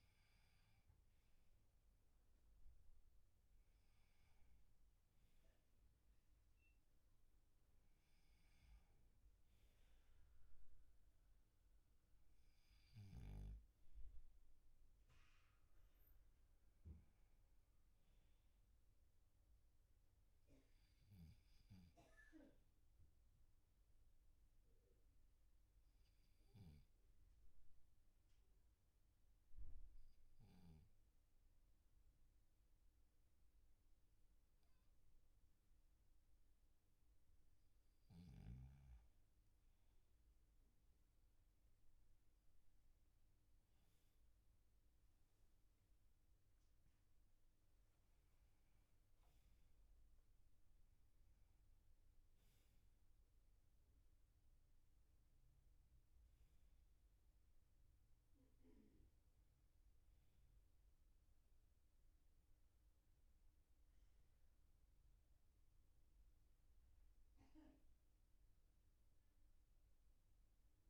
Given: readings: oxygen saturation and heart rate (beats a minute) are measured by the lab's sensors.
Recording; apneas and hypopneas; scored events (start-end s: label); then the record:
breathing in sleep, hard to hear, by a room microphone; 1
24.50-38.00 s: obstructive apnea (oxygen 97% before, 93% lowest, heart rate 47 before, 43 extreme, up 17 after)
40.50-44.50 s: arousal
57.00-70.00 s: oxygen desaturation (device-marked, oxygen 97% before, 93% lowest, heart rate 55 before, 45 extreme)
From the record:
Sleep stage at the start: N2 (light sleep); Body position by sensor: on the back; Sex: male